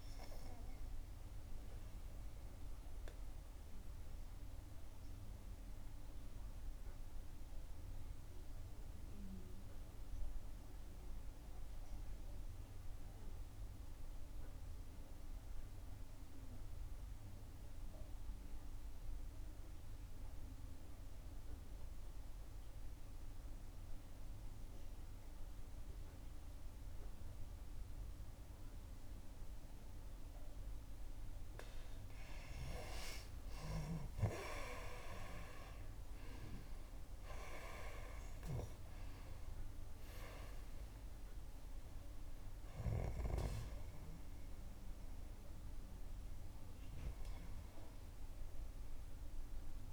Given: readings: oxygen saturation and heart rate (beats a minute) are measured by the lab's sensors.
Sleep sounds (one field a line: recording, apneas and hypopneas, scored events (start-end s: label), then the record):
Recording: breathing in sleep by a room microphone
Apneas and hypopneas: 1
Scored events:
0.00-21.00 s: oxygen desaturation (device-marked, oxygen 89% lowest, heart rate 57 extreme)
2.50-31.50 s: obstructive apnea (oxygen 97% before, 86% lowest, heart rate 63 before, 53 extreme, up 7 after)
29.00-35.00 s: oxygen desaturation (device-marked, oxygen 97% before, 94% lowest, heart rate 60 before, 53 extreme)
33.00-37.50 s: arousal
37.00-49.93 s: oxygen desaturation (device-marked, oxygen 97% before, 86% lowest, heart rate 61 before, 53 extreme)
From the record:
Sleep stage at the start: N2 (light sleep)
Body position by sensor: on the back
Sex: female